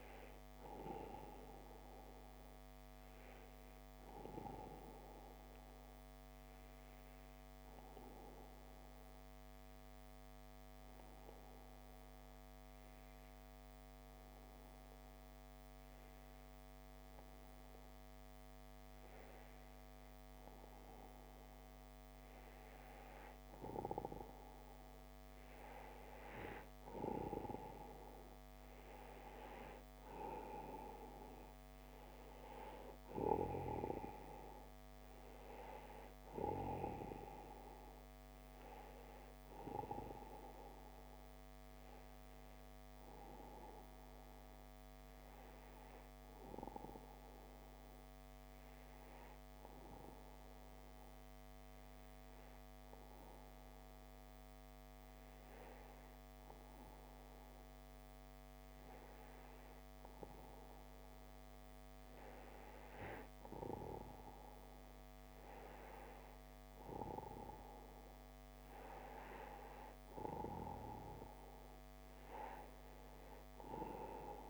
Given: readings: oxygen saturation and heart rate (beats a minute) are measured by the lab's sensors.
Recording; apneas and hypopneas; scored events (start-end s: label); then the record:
breathing in sleep by a microphone on the trachea; 2
5.00-21.00 s: obstructive apnea (oxygen 97% before, 93% lowest)
25.00-29.50 s: arousal
40.50-59.50 s: obstructive apnea (oxygen 96% before, 91% lowest)
From the record:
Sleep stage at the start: N2 (light sleep); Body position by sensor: on the back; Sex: male